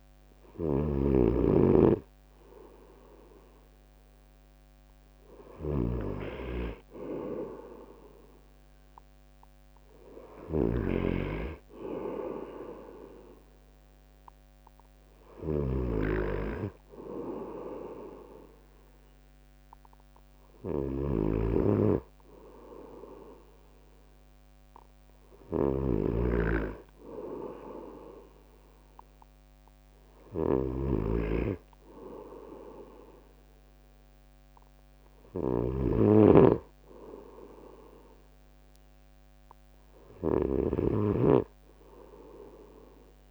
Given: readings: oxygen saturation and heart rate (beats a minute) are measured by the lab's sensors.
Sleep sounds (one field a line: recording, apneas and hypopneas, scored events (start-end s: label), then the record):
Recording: breathing in sleep by a microphone on the trachea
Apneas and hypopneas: none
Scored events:
none scored
From the record:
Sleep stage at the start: N2 (light sleep)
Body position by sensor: on the right side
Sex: male